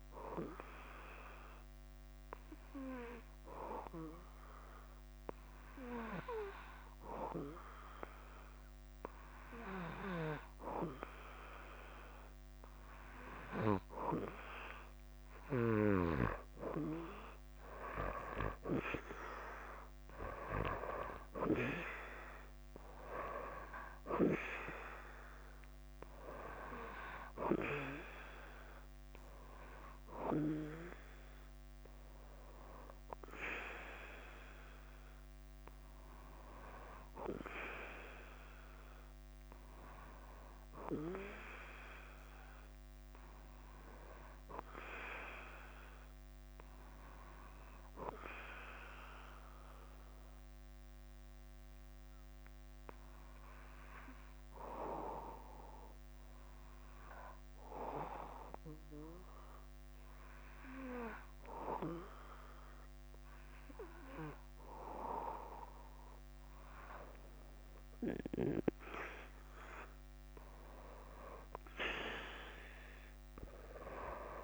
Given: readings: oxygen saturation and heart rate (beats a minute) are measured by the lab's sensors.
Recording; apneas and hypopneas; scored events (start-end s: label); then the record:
breathing in sleep by a microphone on the trachea; 1
0.00-4.00 s: arousal
0.00-74.44 s: bradycardia (device-marked, heart rate 45 extreme)
35.50-39.50 s: arousal
40.50-60.50 s: oxygen desaturation (device-marked, oxygen 96% before, 92% lowest, heart rate 53 before, 48 extreme)
47.50-65.00 s: obstructive apnea (oxygen 98% before, 92% lowest, heart rate 51 before, 49 extreme, up 5 after)
68.00-72.50 s: arousal
From the record:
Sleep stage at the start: REM sleep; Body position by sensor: on the back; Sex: male